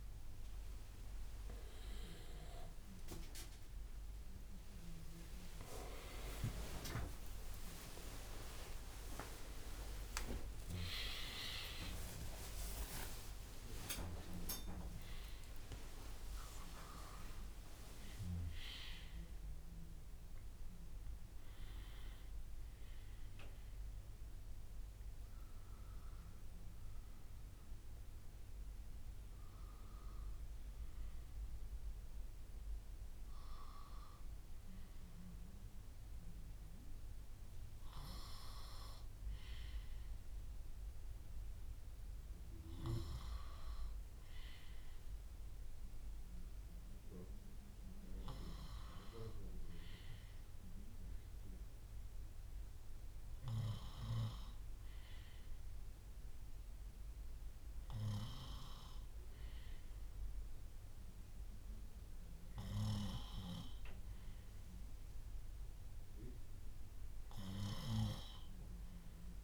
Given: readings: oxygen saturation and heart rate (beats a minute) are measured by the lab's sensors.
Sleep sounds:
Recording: a person awake in a sleep study, by a room microphone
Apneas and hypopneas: none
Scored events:
0.00-1.50 s: drop in pulse transit time (device-marked, heart rate 97 extreme)
1.50-12.50 s: tachycardia (device-marked, heart rate 70 before, 160 extreme)
2.50-4.50 s: long interval between heartbeats (device-marked, heart rate 90 before, 98 extreme)
4.50-6.50 s: long interval between heartbeats (device-marked, heart rate 94 before, 109 extreme)
8.00-10.00 s: long interval between heartbeats (device-marked, heart rate 103 before, 152 extreme)
10.50-12.50 s: long interval between heartbeats (device-marked, heart rate 115 before, 138 extreme)
From the record:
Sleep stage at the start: awake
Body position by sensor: on the back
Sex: male

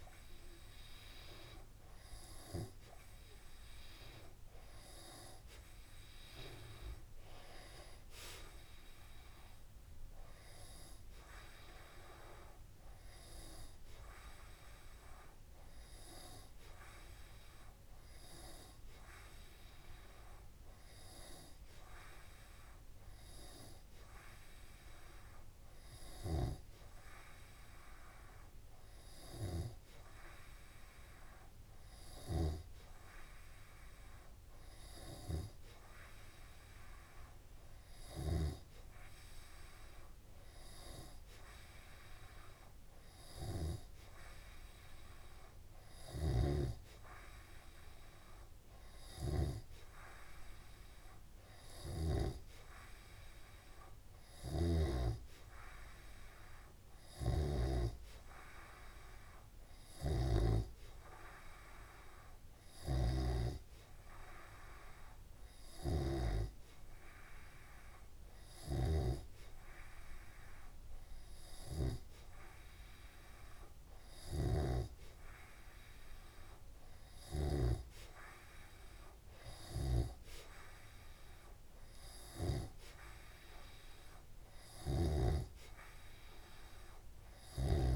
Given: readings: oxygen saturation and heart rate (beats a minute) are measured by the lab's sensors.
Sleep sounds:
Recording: breathing in sleep by a room microphone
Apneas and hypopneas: none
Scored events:
46.50-69.50 s: snoring (device-marked)
From the record:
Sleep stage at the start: N3 (deep sleep)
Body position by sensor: on the back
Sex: male

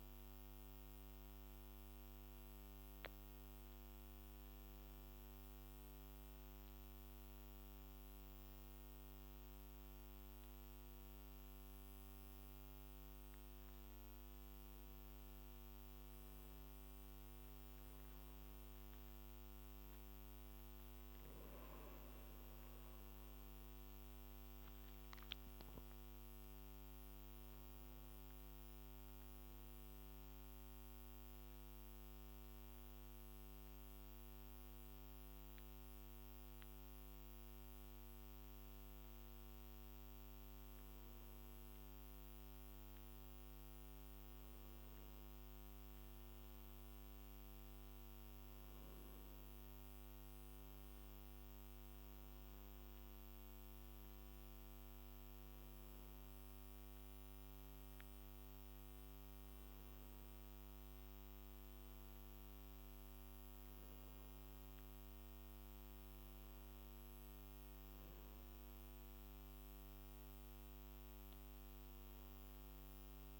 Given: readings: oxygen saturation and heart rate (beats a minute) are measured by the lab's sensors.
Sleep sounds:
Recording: a person partly awake in a sleep study, hard to hear, by a microphone on the trachea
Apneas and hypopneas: none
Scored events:
29.00-73.39 s: new sleep stage, N1 (lightest sleep)
From the record:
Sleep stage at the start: awake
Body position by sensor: on the back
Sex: male

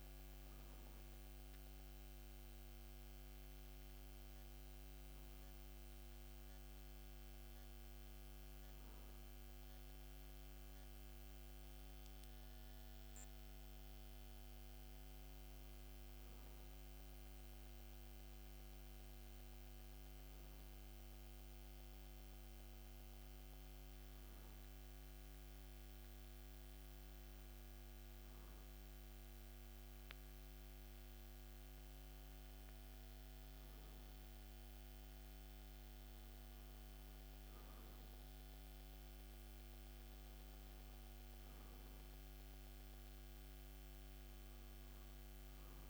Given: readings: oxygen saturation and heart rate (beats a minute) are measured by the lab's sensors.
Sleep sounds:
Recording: breathing in sleep, hard to hear, by a microphone on the trachea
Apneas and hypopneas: none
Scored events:
none scored
From the record:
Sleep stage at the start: N2 (light sleep)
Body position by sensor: on the back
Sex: male

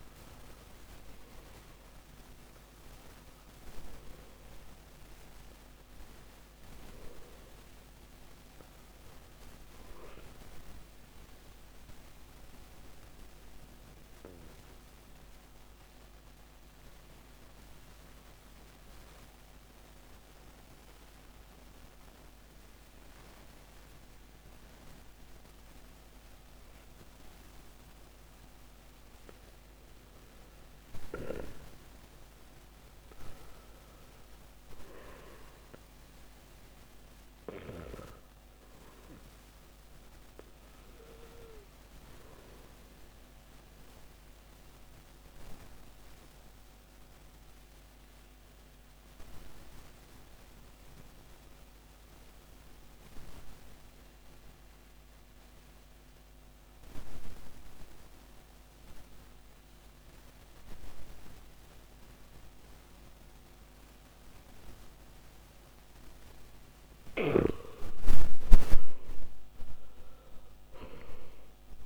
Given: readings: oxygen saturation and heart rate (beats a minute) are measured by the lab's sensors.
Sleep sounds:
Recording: breathing in sleep by a microphone on the trachea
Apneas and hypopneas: 2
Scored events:
12.00-33.00 s: obstructive apnea (oxygen 98% before, 85% lowest, heart rate 62 before, 47 extreme, up 4 after)
21.50-34.50 s: oxygen desaturation (device-marked, oxygen 96% before, 85% lowest, heart rate 55 before, 48 extreme)
36.00-39.50 s: arousal
46.00-66.00 s: obstructive apnea (oxygen 98% before, 89% lowest, heart rate 53 before, 48 extreme, up 16 after)
60.50-68.50 s: oxygen desaturation (device-marked, oxygen 98% before, 94% lowest, heart rate 51 before, 49 extreme)
68.50-71.86 s: arousal
From the record:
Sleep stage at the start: N2 (light sleep)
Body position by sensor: on the back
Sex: male

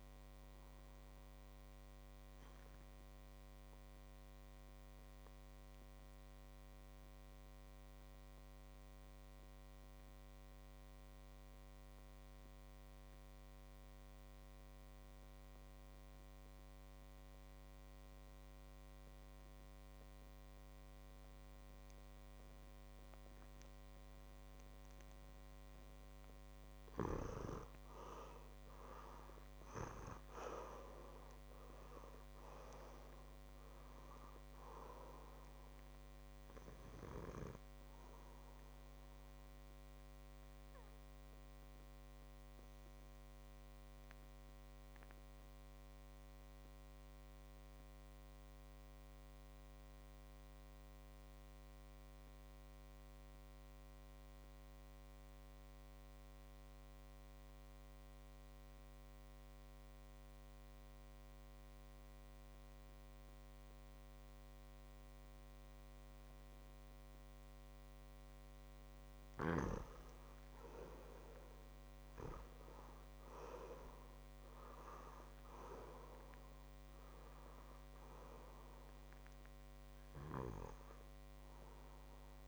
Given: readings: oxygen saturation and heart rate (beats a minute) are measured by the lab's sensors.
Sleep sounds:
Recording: breathing in sleep by a microphone on the trachea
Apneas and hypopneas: 2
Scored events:
0.00-7.50 s: oxygen desaturation (device-marked, oxygen 91% lowest, heart rate 56 extreme)
4.00-24.50 s: obstructive apnea (oxygen 96% before, 91% lowest, heart rate 60 before, 50 extreme, up 6 after)
23.50-40.50 s: oxygen desaturation (device-marked, oxygen 98% before, 91% lowest, heart rate 59 before, 50 extreme)
27.50-31.00 s: arousal
41.50-68.00 s: mixed apnea (oxygen 99% before, 90% lowest, heart rate 62 before, 51 extreme, up 8 after)
71.00-74.50 s: arousal
72.50-82.47 s: oxygen desaturation (device-marked, oxygen 99% before, 91% lowest, heart rate 56 before, 55 extreme)
From the record:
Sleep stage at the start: N2 (light sleep)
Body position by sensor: on the back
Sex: male

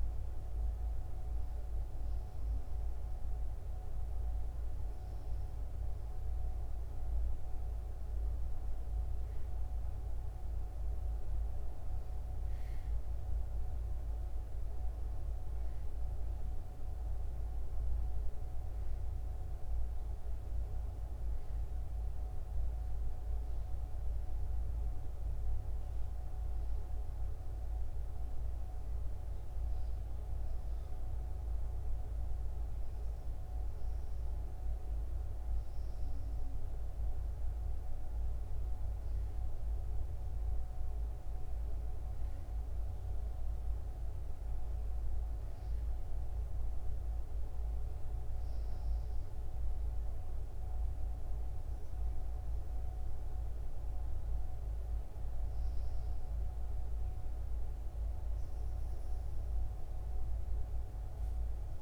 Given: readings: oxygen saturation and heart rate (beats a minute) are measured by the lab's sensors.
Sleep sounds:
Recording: breathing in sleep, hard to hear, by a room microphone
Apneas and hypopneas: none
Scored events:
none scored
From the record:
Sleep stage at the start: N2 (light sleep)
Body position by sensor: on the back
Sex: female

